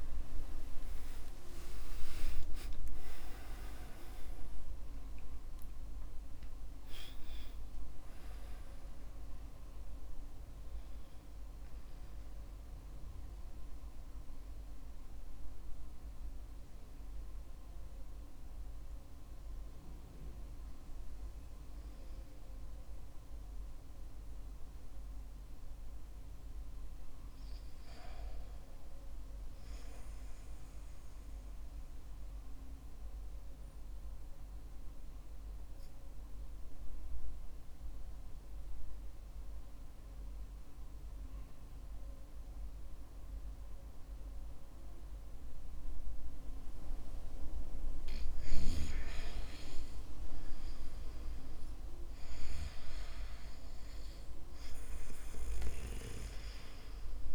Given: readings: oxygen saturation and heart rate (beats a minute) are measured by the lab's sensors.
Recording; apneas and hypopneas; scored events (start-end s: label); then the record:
breathing in sleep by a room microphone; 1
0.00-3.00 s: arousal
0.00-30.50 s: oxygen desaturation (device-marked, oxygen 71% lowest, heart rate 49 extreme)
34.50-46.50 s: obstructive apnea (oxygen 100% before, 91% lowest, heart rate 69 before, 49 extreme, up 8 after)
51.50-55.50 s: arousal
From the record:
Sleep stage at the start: REM sleep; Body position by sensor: on the back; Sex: male